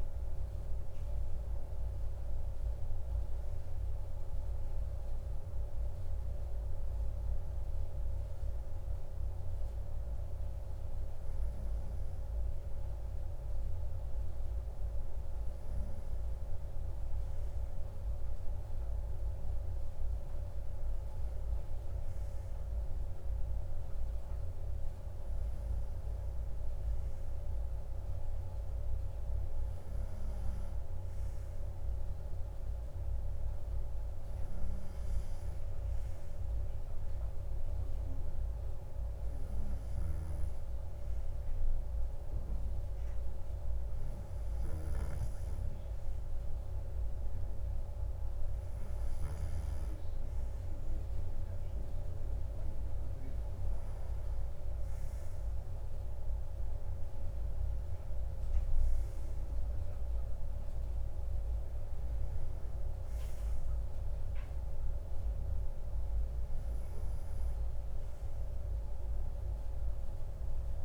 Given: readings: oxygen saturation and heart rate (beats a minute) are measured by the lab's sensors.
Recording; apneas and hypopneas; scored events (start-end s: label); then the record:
breathing in sleep, hard to hear, by a room microphone; none
none scored
From the record:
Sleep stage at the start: N2 (light sleep); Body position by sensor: on the right side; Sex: male